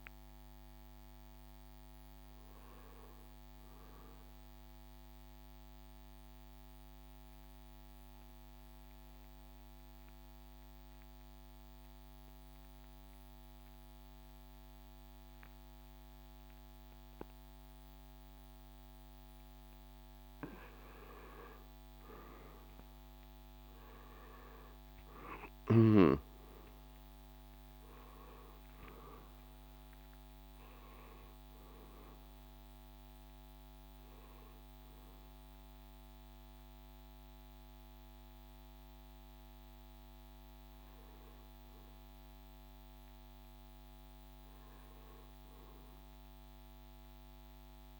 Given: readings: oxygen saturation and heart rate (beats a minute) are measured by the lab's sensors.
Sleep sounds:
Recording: breathing in sleep by a microphone on the trachea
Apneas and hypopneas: 1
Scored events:
0.00-5.50 s: oxygen desaturation (device-marked, oxygen 87% lowest, heart rate 66 extreme)
5.00-21.00 s: mixed apnea (oxygen 97% before, 84% lowest, heart rate 71 before, 66 extreme, up 9 after)
23.00-28.00 s: arousal
24.50-47.99 s: oxygen desaturation (device-marked, oxygen 96% before, 86% lowest, heart rate 69 before, 64 extreme)
26.50-39.50 s: drop in pulse transit time (device-marked, heart rate 69 before, 72 extreme)
From the record:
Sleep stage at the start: N2 (light sleep)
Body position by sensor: on the back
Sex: male

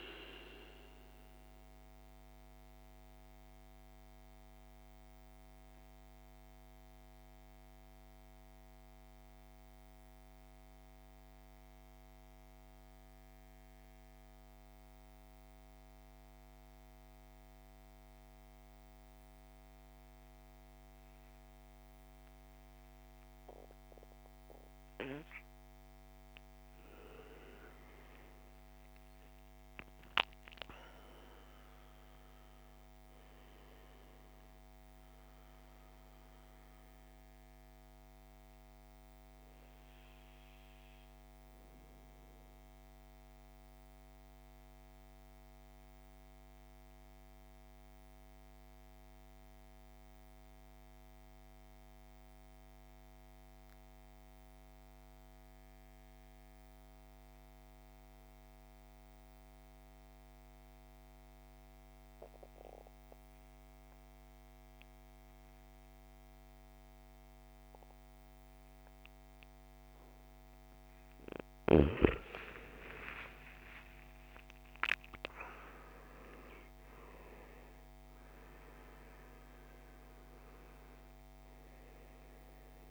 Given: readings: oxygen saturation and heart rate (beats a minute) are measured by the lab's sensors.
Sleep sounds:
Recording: breathing in sleep by a microphone on the trachea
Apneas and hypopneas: 2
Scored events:
0.00-18.50 s: oxygen desaturation (device-marked, oxygen 88% lowest)
0.50-24.50 s: obstructive apnea (oxygen 98% before, 87% lowest)
26.50-31.50 s: arousal
34.50-56.50 s: oxygen desaturation (device-marked, oxygen 98% before, 87% lowest)
42.00-71.00 s: mixed apnea (oxygen 99% before, 82% lowest)
63.50-82.91 s: oxygen desaturation (device-marked, oxygen 99% before, 82% lowest)
72.50-76.50 s: arousal
From the record:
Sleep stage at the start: N2 (light sleep)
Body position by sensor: on the back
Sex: male

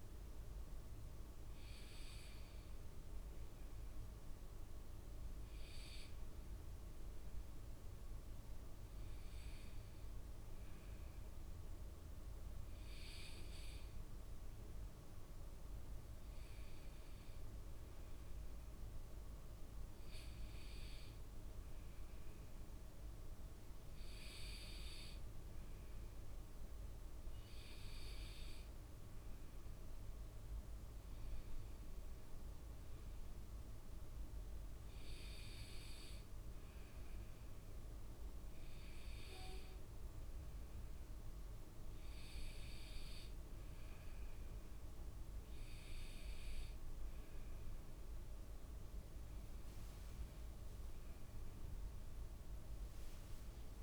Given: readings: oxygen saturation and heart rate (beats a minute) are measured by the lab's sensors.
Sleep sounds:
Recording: breathing in sleep, hard to hear, by a room microphone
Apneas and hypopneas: none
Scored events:
none scored
From the record:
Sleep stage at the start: N2 (light sleep)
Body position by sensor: on the back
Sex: male

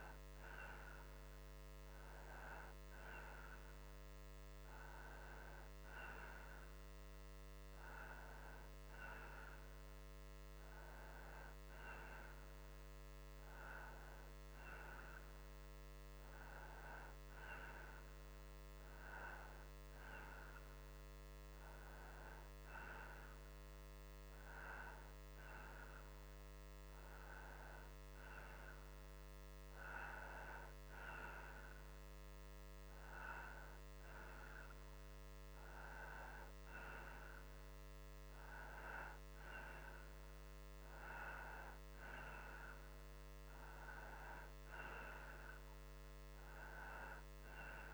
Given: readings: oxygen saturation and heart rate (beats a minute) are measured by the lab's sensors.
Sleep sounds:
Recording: breathing in sleep by a microphone on the trachea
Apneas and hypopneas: none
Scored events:
none scored
From the record:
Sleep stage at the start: N2 (light sleep)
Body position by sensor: upright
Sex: male

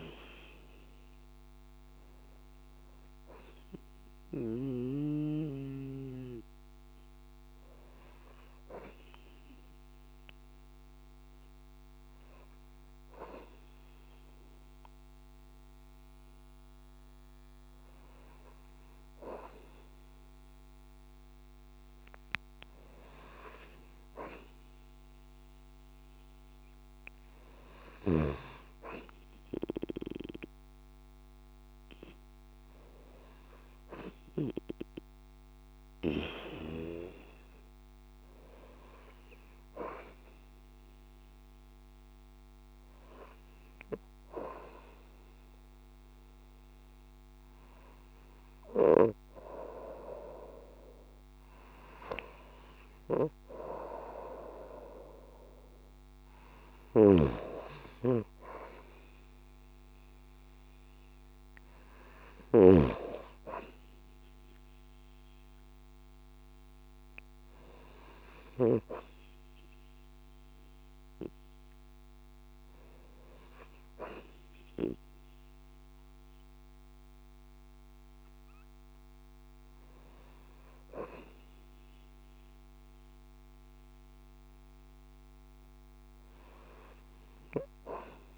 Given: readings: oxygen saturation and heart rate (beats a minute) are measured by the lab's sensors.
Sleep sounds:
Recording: breathing in sleep by a microphone on the trachea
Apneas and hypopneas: none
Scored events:
0.00-4.00 s: arousal
31.00-35.50 s: arousal
56.50-62.50 s: snoring (device-marked)
From the record:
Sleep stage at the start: N2 (light sleep)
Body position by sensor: on the front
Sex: female

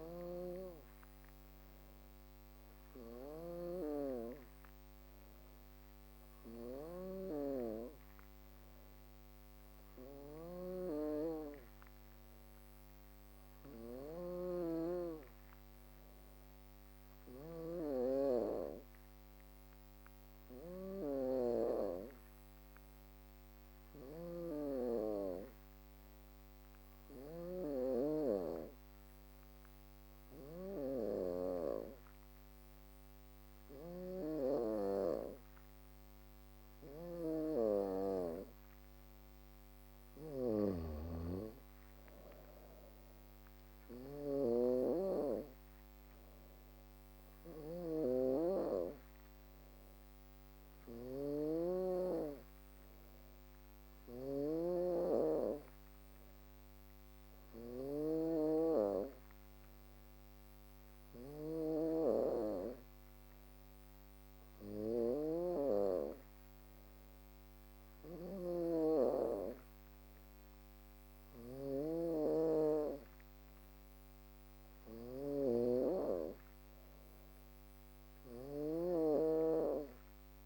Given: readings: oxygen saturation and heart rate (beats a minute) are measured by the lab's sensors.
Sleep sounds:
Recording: breathing in sleep by a microphone on the trachea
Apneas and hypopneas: none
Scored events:
0.00-30.50 s: snoring (device-marked)
32.50-80.46 s: snoring (device-marked)
From the record:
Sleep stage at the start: N2 (light sleep)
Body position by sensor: on the back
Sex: female

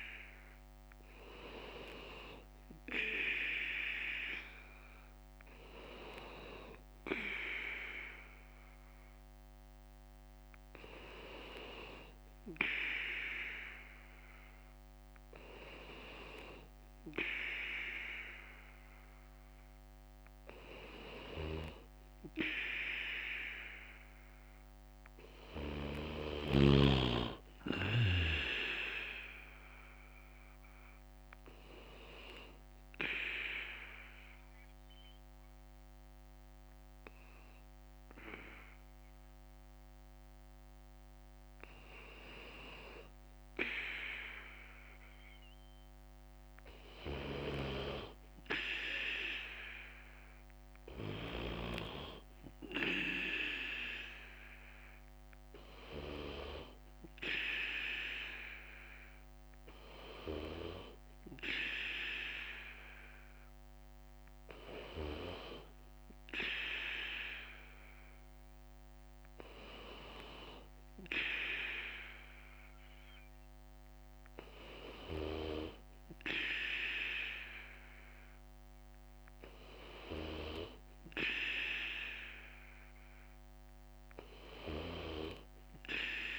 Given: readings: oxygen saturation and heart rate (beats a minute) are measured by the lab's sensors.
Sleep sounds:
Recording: breathing in sleep by a microphone on the trachea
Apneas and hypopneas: 1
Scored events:
0.00-3.00 s: bradycardia (device-marked, heart rate 59 before, 59 extreme)
4.00-25.00 s: bradycardia (device-marked, heart rate 59 before, 56 extreme)
28.00-44.00 s: drop in pulse transit time (device-marked, heart rate 57 before, 52 extreme)
30.00-53.00 s: bradycardia (device-marked, heart rate 59 before, 52 extreme)
30.50-42.00 s: obstructive apnea (oxygen 94% before, 91% lowest, heart rate 58 before, 52 extreme, up 2 after)
51.00-55.00 s: arousal
54.00-62.00 s: bradycardia (device-marked, heart rate 59 before, 58 extreme)
60.00-70.00 s: oxygen desaturation (device-marked, oxygen 96% before, 93% lowest, heart rate 56 before, 57 extreme)
73.00-86.39 s: bradycardia (device-marked, heart rate 59 before, 57 extreme)
From the record:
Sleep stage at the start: N2 (light sleep)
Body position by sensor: on the back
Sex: male

